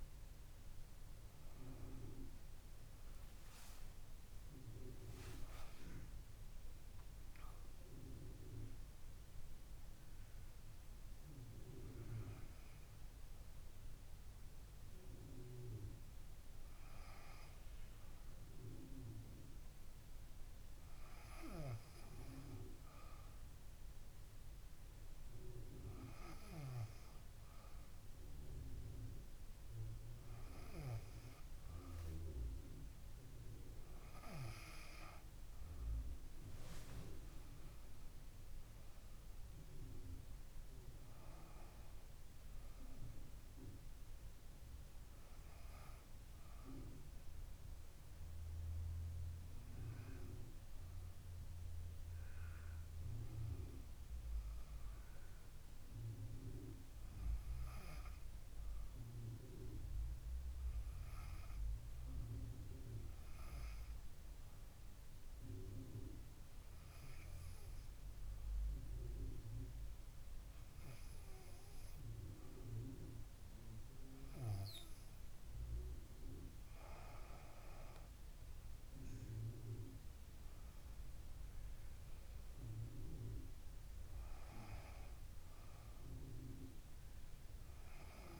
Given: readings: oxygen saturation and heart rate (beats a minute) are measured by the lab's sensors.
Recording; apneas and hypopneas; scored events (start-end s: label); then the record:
breathing in sleep by a room microphone; 2
4.50-8.00 s: arousal
10.50-21.50 s: hypopnea (oxygen 97% before, 95% lowest, heart rate 69 before, 67 extreme, up 3 after)
24.00-27.50 s: arousal
38.00-41.50 s: arousal
53.00-68.50 s: hypopnea (oxygen 98% before, 94% lowest, heart rate 71 before, 65 extreme, up 1 after)
73.00-78.50 s: arousal
76.50-88.40 s: oxygen desaturation (device-marked, oxygen 97% before, 94% lowest, heart rate 69 before, 65 extreme)
From the record:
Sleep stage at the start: N2 (light sleep); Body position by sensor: on the back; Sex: female